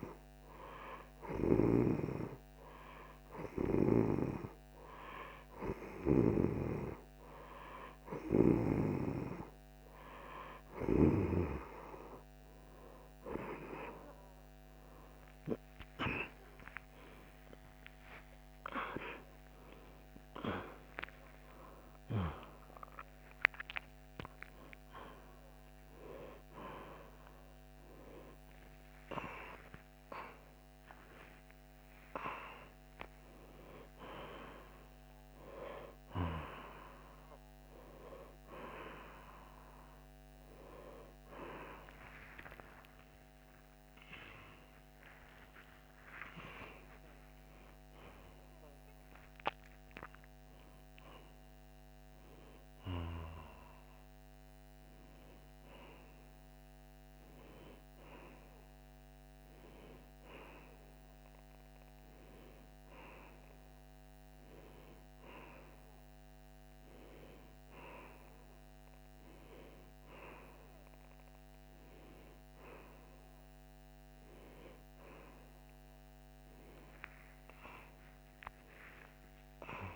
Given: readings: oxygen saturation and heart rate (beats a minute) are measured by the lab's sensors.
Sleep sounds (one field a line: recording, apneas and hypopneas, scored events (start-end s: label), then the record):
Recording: a person awake in a sleep study, by a microphone on the trachea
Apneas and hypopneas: none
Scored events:
28.00-79.96 s: new sleep stage, awake
From the record:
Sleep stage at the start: N2 (light sleep)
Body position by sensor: on the right side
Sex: female